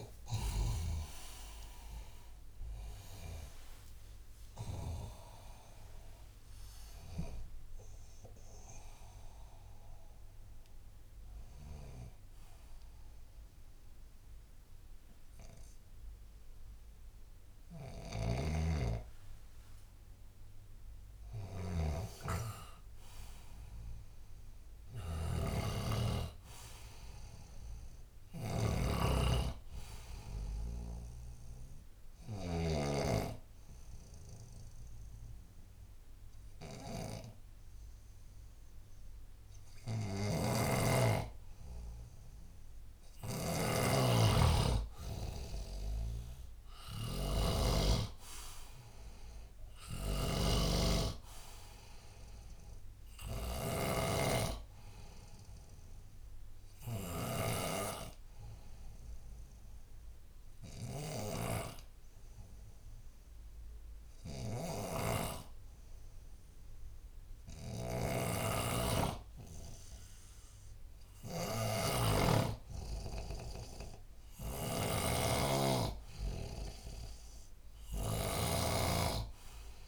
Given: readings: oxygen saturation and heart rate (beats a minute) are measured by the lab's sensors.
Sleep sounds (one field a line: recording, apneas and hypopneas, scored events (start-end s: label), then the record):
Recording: breathing in sleep by a room microphone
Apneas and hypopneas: 2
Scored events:
0.00-2.00 s: arousal
5.00-35.00 s: new sleep stage, N1 (lightest sleep)
18.00-32.50 s: snoring (device-marked)
31.50-42.00 s: obstructive apnea (oxygen 98% before, 92% lowest, heart rate 80 before, 74 extreme, up 11 after)
33.00-40.00 s: oxygen desaturation (device-marked, oxygen 98% before, 94% lowest, heart rate 78 before, 74 extreme)
35.00-79.88 s: new sleep stage, N2 (light sleep)
40.00-57.50 s: snoring (device-marked)
45.50-49.50 s: arousal
50.00-64.00 s: oxygen desaturation (device-marked, oxygen 96% before, 93% lowest, heart rate 80 before, 66 extreme)
59.00-71.50 s: obstructive apnea (oxygen 97% before, 92% lowest, heart rate 82 before, 66 extreme, up 4 after)
64.50-79.88 s: snoring (device-marked)
73.50-77.00 s: arousal
76.00-79.88 s: oxygen desaturation (device-marked, oxygen 96% before, 92% lowest, heart rate 79 before, 72 extreme)
From the record:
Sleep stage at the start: N2 (light sleep)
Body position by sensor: on the back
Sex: male